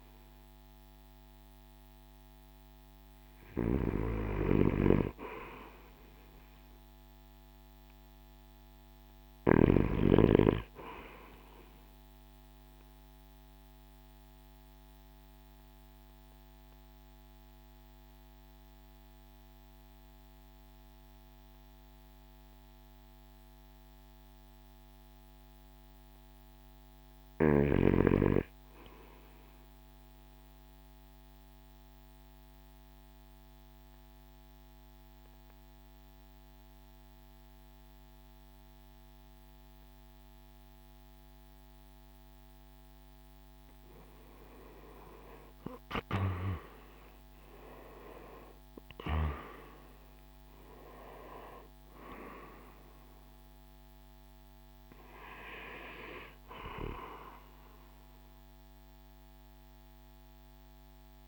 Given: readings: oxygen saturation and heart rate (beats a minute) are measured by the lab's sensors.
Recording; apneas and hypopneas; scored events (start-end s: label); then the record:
breathing in sleep by a microphone on the trachea; 2
0.00-1.50 s: oxygen desaturation (device-marked, oxygen 84% lowest, heart rate 52 extreme)
9.50-36.50 s: oxygen desaturation (device-marked, oxygen 94% before, 87% lowest, heart rate 55 before, 52 extreme)
11.00-24.50 s: obstructive apnea (oxygen 94% before, 82% lowest, heart rate 55 before, 52 extreme, up 1 after)
25.50-27.50 s: arousal
30.00-43.00 s: obstructive apnea (oxygen 94% before, 82% lowest, heart rate 55 before, 52 extreme, up 19 after)
44.50-50.00 s: arousal
From the record:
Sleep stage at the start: REM sleep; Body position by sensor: on the right side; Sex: male